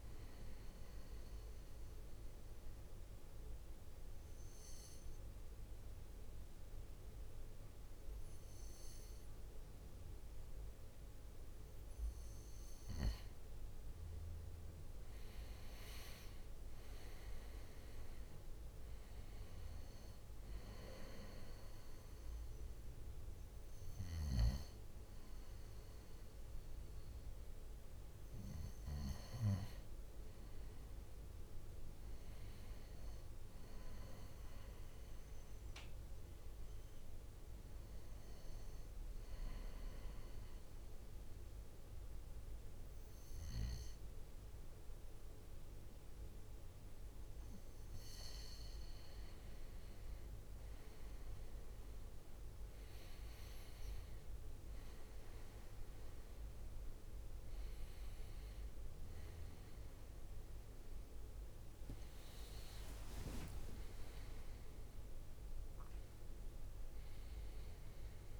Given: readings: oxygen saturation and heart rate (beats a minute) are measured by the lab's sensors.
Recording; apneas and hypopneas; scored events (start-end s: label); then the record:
breathing in sleep by a room microphone; 2
2.00-13.00 s: obstructive apnea (oxygen 97% before, 94% lowest, heart rate 64 before, 58 extreme, up 12 after)
15.50-19.00 s: arousal
38.00-49.00 s: obstructive apnea (oxygen 97% before, 94% lowest, heart rate 65 before, 61 extreme, up 10 after)
51.00-55.50 s: arousal
52.50-68.40 s: drop in pulse transit time (device-marked, heart rate 63 before, 68 extreme)
54.50-58.50 s: leg movement (device-marked)
61.50-65.50 s: leg movement (device-marked)
From the record:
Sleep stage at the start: N2 (light sleep); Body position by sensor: on the right side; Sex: male